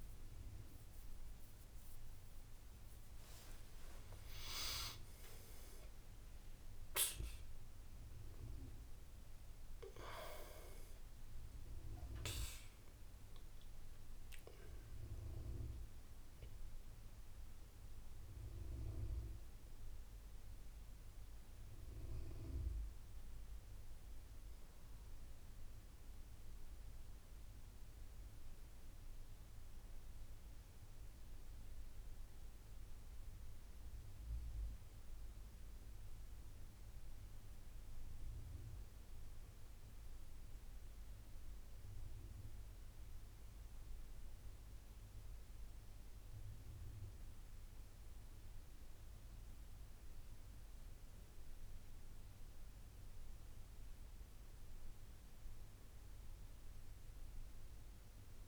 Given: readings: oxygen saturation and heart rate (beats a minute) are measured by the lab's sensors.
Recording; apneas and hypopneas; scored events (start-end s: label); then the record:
a person awake in a sleep study, by a room microphone; none
33.50-58.48 s: new sleep stage, N1 (lightest sleep)
From the record:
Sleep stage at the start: awake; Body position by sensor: on the back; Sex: male